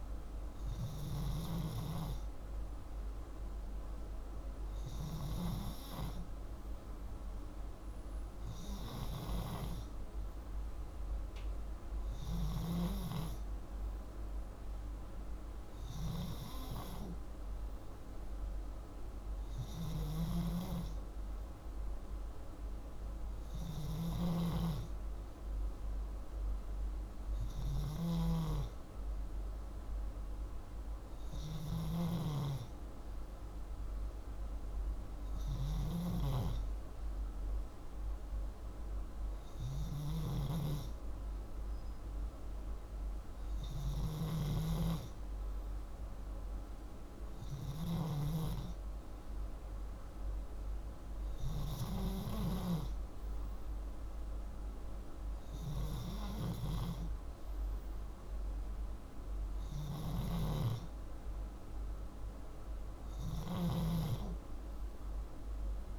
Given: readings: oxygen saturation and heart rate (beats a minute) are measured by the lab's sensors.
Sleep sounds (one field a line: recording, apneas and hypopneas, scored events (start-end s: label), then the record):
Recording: breathing in sleep by a room microphone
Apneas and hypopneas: none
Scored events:
0.00-5.00 s: snoring (device-marked)
11.50-65.99 s: snoring (device-marked)
From the record:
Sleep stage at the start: N2 (light sleep)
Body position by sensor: upright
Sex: male